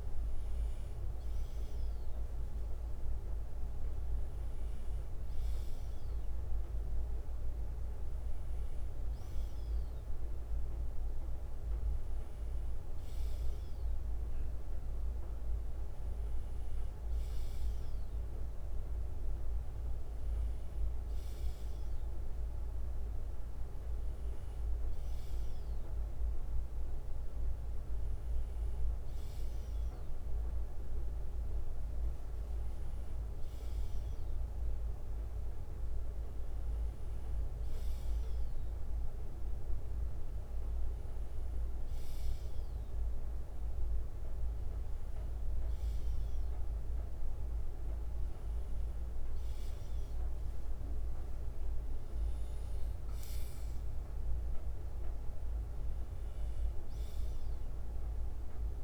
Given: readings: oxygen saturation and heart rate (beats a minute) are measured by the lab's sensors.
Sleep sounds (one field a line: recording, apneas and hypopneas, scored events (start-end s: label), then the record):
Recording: breathing in sleep, hard to hear, by a room microphone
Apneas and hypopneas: none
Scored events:
14.50-18.50 s: bradycardia (device-marked, heart rate 61 before, 59 extreme)
21.50-23.50 s: bradycardia (device-marked, heart rate 61 before, 60 extreme)
24.50-45.50 s: bradycardia (device-marked, heart rate 61 before, 57 extreme)
57.50-58.84 s: bradycardia (device-marked, heart rate 60 before, 56 extreme)
From the record:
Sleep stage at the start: N2 (light sleep)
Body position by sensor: on the left side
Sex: male